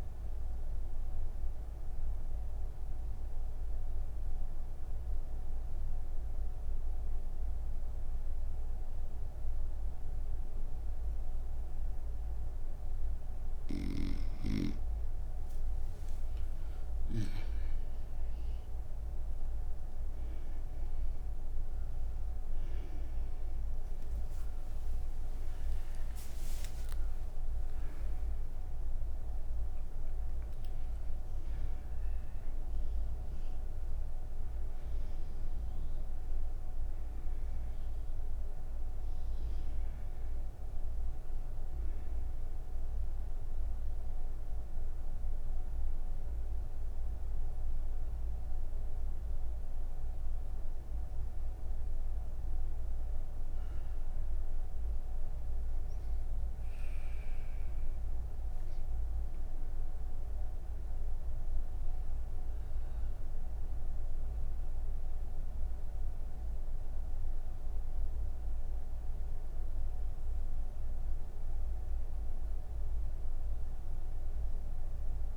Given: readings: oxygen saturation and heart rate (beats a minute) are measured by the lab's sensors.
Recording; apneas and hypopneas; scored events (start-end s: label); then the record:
breathing in sleep, hard to hear, by a room microphone; none
7.50-75.37 s: new sleep stage, N3 (deep sleep)
54.50-72.50 s: oxygen desaturation (device-marked, oxygen 94% before, 88% lowest)
From the record:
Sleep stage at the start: N1 (lightest sleep); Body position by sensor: on the right side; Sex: female